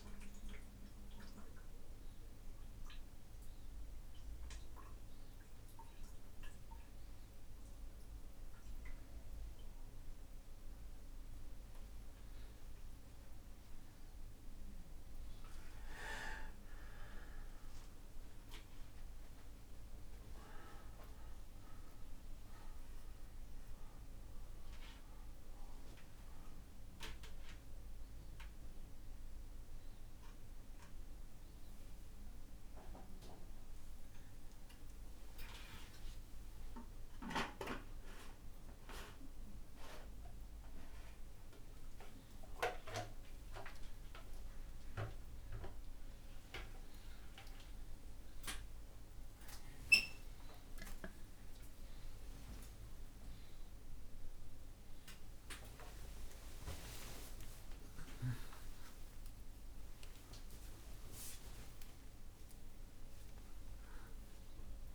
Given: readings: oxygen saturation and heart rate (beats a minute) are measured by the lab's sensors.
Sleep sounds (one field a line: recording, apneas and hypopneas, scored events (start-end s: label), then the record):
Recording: a person awake in a sleep study, by a room microphone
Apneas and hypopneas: none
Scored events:
none scored
From the record:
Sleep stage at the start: awake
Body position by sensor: upright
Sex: male